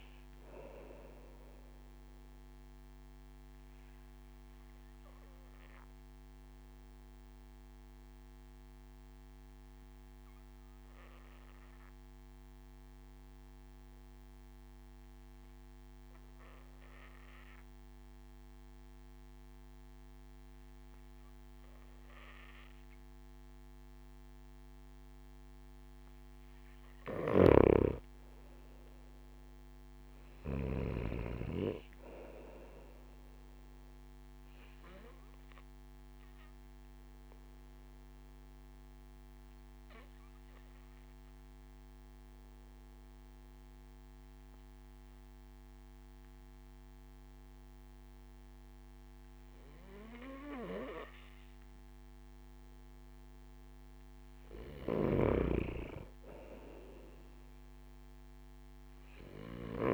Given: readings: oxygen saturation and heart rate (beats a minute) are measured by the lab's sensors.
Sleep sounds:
breathing in sleep by a microphone on the trachea; 2
5.00-26.00 s: obstructive apnea (oxygen 97% before, 93% lowest)
27.00-30.50 s: snoring (device-marked)
28.50-31.50 s: arousal
31.50-49.50 s: oxygen desaturation (device-marked, oxygen 97% before, 93% lowest)
36.50-54.00 s: obstructive apnea (oxygen 97% before, 93% lowest)
55.00-59.94 s: snoring (device-marked)
56.50-59.50 s: arousal
From the record:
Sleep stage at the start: N2 (light sleep); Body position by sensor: on the back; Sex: male

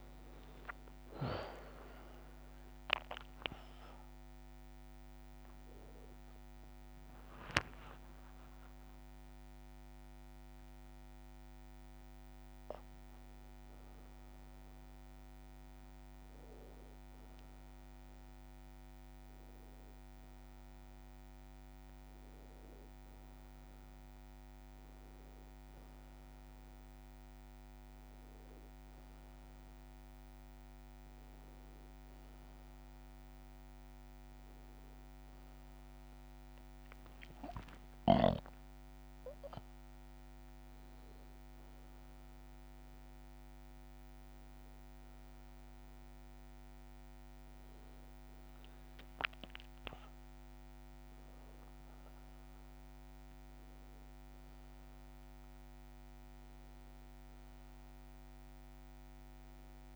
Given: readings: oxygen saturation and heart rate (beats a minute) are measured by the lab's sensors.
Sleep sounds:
a person partly awake in a sleep study, by a microphone on the trachea; none
3.00-18.00 s: tachycardia (device-marked, heart rate 72 before, 190 extreme)
5.50-7.50 s: long interval between heartbeats (device-marked, heart rate 77 before, 95 extreme)
7.50-9.50 s: long interval between heartbeats (device-marked, heart rate 76 before, 131 extreme)
9.00-59.96 s: new sleep stage, N1 (lightest sleep)
10.50-12.50 s: long interval between heartbeats (device-marked, heart rate 87 before, 183 extreme)
15.50-17.50 s: long interval between heartbeats (device-marked, heart rate 109 before, 128 extreme)
33.00-36.50 s: arousal
34.00-41.00 s: oxygen desaturation (device-marked, oxygen 98% before, 95% lowest, heart rate 88 before, 61 extreme)
38.00-40.00 s: long interval between heartbeats (device-marked, heart rate 73 before, 81 extreme)
From the record:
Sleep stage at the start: awake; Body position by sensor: on the back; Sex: male

